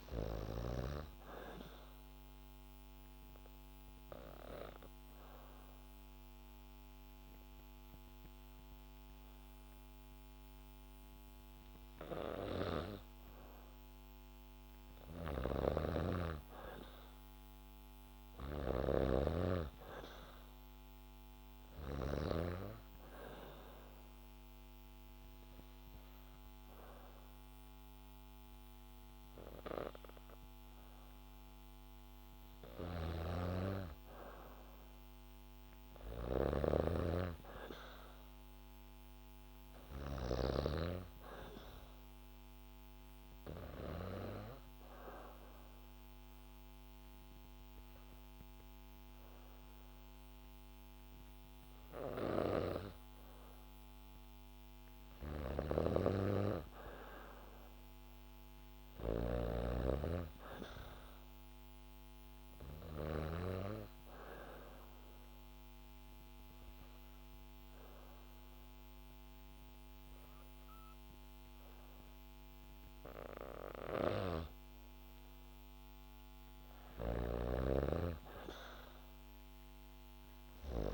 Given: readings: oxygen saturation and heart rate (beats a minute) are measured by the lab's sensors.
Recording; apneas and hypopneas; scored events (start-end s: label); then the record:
breathing in sleep by a microphone on the trachea; 4
2.50-13.00 s: obstructive apnea (oxygen 97% before, 92% lowest, heart rate 72 before, 68 extreme, up 2 after)
15.00-17.50 s: arousal
15.00-22.00 s: snoring (device-marked)
21.50-33.50 s: oxygen desaturation (device-marked, oxygen 97% before, 92% lowest, heart rate 70 before, 69 extreme)
23.50-34.50 s: obstructive apnea (oxygen 97% before, 91% lowest, heart rate 70 before, 69 extreme, up 2 after)
32.50-40.00 s: snoring (device-marked)
36.50-40.00 s: arousal
43.50-54.50 s: obstructive apnea (oxygen 97% before, 91% lowest, heart rate 71 before, 68 extreme, up 1 after)
55.00-63.00 s: snoring (device-marked)
56.50-59.50 s: arousal
60.50-74.50 s: oxygen desaturation (device-marked, oxygen 96% before, 92% lowest, heart rate 71 before, 65 extreme)
65.00-75.00 s: obstructive apnea (oxygen 96% before, 91% lowest, heart rate 71 before, 65 extreme, up 2 after)
73.50-80.94 s: snoring (device-marked)
77.00-80.00 s: arousal
From the record:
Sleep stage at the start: N2 (light sleep); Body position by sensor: on the back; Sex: female